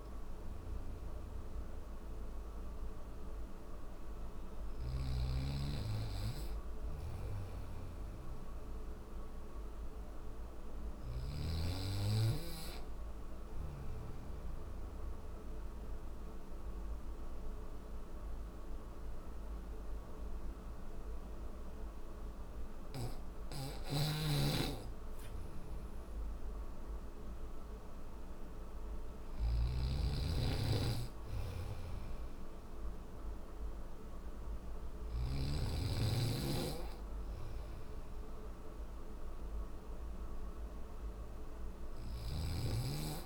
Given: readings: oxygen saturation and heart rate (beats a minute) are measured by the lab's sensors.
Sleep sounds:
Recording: breathing in sleep by a room microphone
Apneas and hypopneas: none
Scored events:
3.50-10.00 s: snoring (device-marked)
22.50-34.00 s: snoring (device-marked)
From the record:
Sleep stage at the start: N1 (lightest sleep)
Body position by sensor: on the back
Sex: male

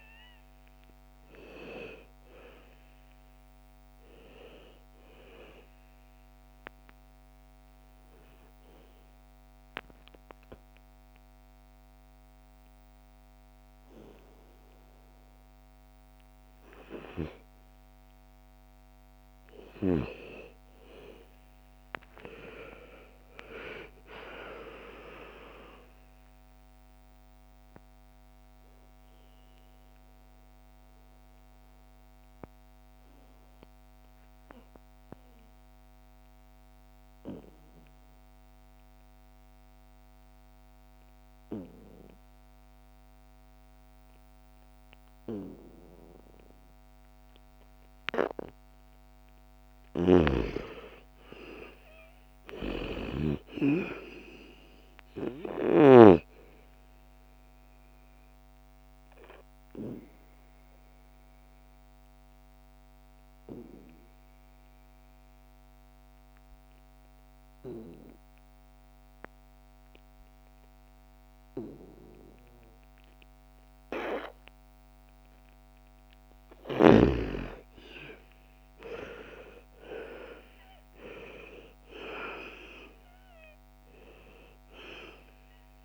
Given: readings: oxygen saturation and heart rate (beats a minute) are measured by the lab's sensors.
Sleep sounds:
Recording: breathing in sleep by a microphone on the trachea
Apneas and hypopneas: 3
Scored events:
0.00-13.50 s: oxygen desaturation (device-marked, oxygen 81% lowest, heart rate 55 extreme)
5.50-16.50 s: obstructive apnea (oxygen 99% before, 81% lowest, heart rate 66 before, 55 extreme, up 8 after)
19.50-24.00 s: arousal
26.50-48.00 s: mixed apnea (oxygen 99% before, 83% lowest, heart rate 62 before, 54 extreme, up 10 after)
28.50-43.50 s: oxygen desaturation (device-marked, oxygen 98% before, 94% lowest, heart rate 62 before, 54 extreme)
49.50-56.00 s: snoring (device-marked)
50.00-53.50 s: arousal
50.50-70.50 s: oxygen desaturation (device-marked, oxygen 98% before, 83% lowest, heart rate 58 before, 54 extreme)
57.00-74.00 s: obstructive apnea (oxygen 98% before, 83% lowest, heart rate 59 before, 54 extreme, up 13 after)
75.50-85.85 s: oxygen desaturation (device-marked, oxygen 98% before, 84% lowest, heart rate 59 before, 55 extreme)
76.50-81.00 s: arousal
From the record:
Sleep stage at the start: N2 (light sleep)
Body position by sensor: on the back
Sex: female

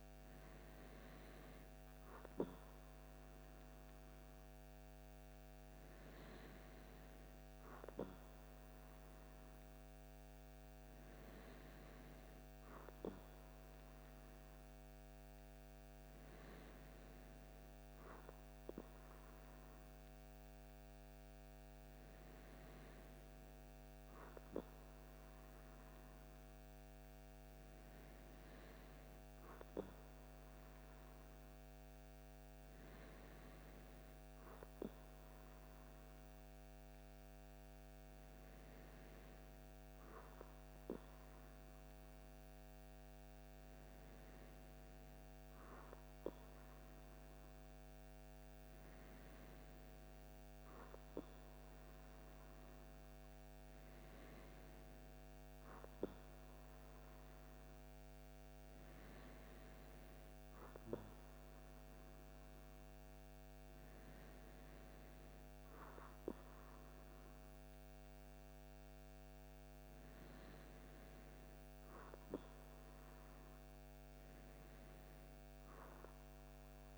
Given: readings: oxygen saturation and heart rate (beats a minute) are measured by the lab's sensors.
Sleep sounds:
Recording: breathing in sleep, hard to hear, by a microphone on the trachea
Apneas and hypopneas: none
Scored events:
none scored
From the record:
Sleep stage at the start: N2 (light sleep)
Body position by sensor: on the back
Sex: male

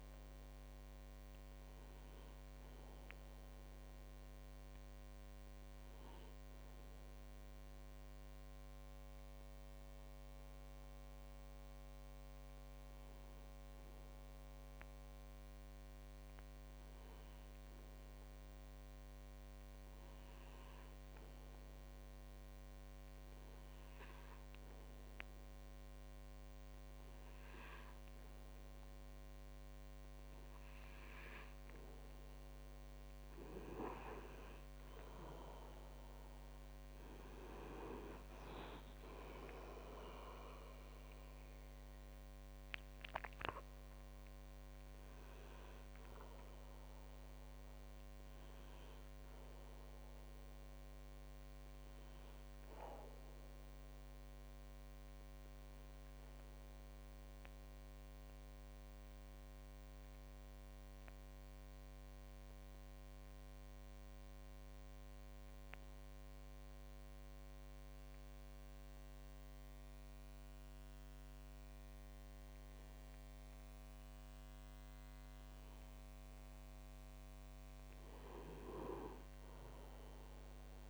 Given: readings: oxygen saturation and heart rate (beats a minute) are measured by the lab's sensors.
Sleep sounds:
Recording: breathing in sleep by a microphone on the trachea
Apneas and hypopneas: 2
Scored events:
7.00-29.00 s: obstructive apnea (oxygen 98% before, 95% lowest, heart rate 53 before, 37 extreme, up 0 after)
38.00-43.00 s: arousal
55.50-75.00 s: obstructive apnea (oxygen 97% before, 95% lowest, heart rate 48 before, 44 extreme, up 13 after)
78.50-80.90 s: arousal
From the record:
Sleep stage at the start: N2 (light sleep)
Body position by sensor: on the back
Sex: male

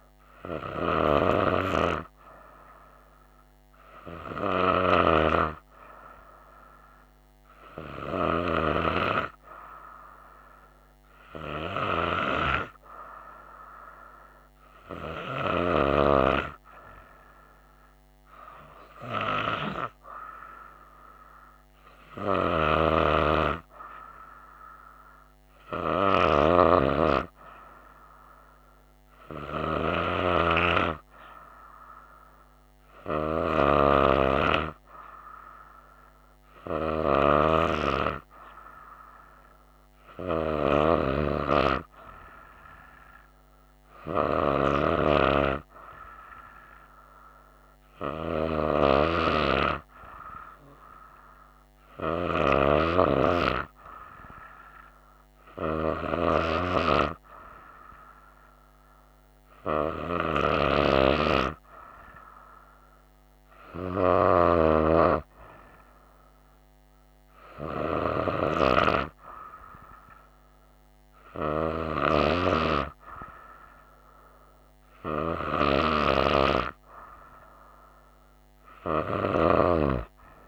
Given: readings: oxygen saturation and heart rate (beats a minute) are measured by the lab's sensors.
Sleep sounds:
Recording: breathing in sleep by a microphone on the trachea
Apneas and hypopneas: none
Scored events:
none scored
From the record:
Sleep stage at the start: N2 (light sleep)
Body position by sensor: on the right side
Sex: female

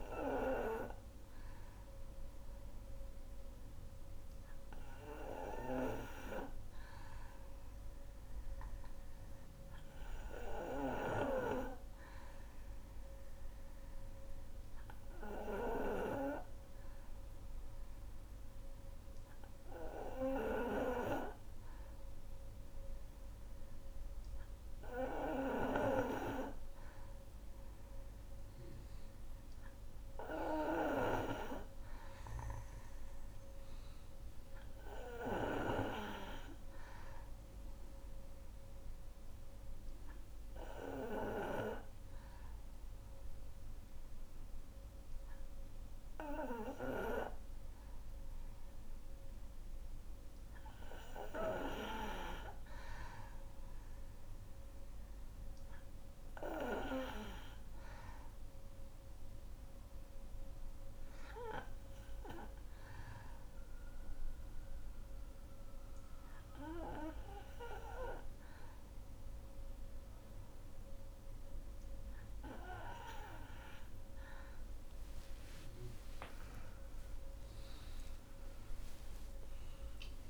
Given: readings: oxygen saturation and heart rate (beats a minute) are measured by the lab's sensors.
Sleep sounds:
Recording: breathing in sleep by a room microphone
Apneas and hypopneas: none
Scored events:
24.50-35.00 s: snoring (device-marked)
29.50-41.50 s: oxygen desaturation (device-marked, oxygen 92% before, 88% lowest, heart rate 68 before, 67 extreme)
61.50-70.50 s: oxygen desaturation (device-marked, oxygen 93% before, 88% lowest, heart rate 69 before, 65 extreme)
From the record:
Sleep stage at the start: N2 (light sleep)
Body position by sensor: on the back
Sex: female

